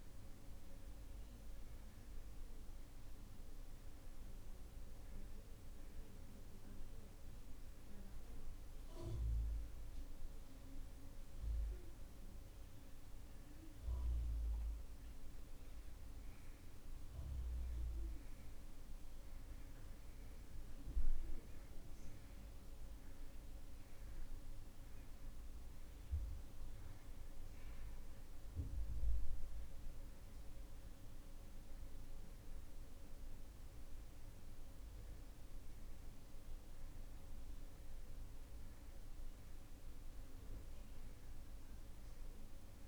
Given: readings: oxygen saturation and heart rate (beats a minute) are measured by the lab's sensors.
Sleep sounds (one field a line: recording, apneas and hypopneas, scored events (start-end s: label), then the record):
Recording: breathing in sleep, hard to hear, by a room microphone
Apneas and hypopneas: none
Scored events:
none scored
From the record:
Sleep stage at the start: N2 (light sleep)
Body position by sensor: on the right side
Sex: male